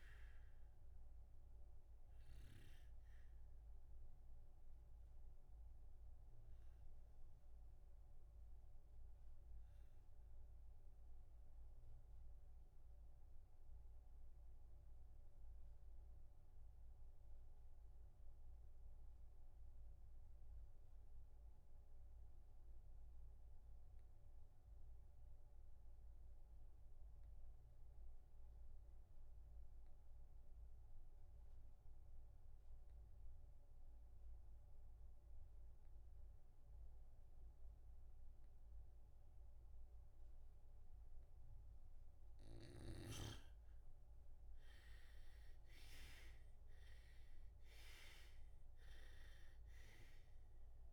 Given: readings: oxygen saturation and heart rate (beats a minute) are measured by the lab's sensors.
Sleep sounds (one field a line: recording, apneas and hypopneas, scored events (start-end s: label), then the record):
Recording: breathing in sleep by a room microphone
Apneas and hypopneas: 1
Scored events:
0.00-19.50 s: oxygen desaturation (device-marked, oxygen 76% lowest, heart rate 55 extreme)
4.50-41.50 s: obstructive apnea (oxygen 87% before, 76% lowest, heart rate 67 before, 61 extreme, up 5 after)
39.50-50.92 s: oxygen desaturation (device-marked, oxygen 98% before, 81% lowest, heart rate 64 before, 56 extreme)
45.50-49.00 s: arousal
From the record:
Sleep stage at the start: REM sleep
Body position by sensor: on the back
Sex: male